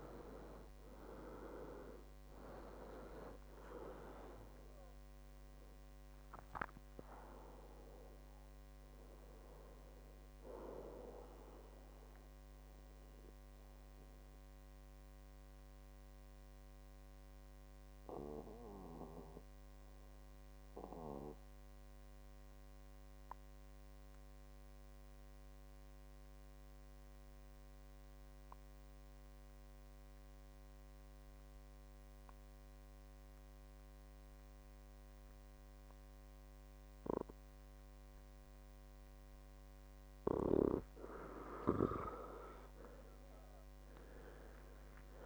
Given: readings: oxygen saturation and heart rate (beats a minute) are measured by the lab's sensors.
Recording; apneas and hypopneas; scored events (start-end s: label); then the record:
breathing in sleep by a microphone on the trachea; 1
0.00-19.50 s: oxygen desaturation (device-marked, oxygen 89% lowest, heart rate 58 extreme)
12.50-41.00 s: obstructive apnea (oxygen 96% before, 89% lowest, heart rate 76 before, 58 extreme, up 18 after)
From the record:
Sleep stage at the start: N2 (light sleep); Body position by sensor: on the back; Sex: male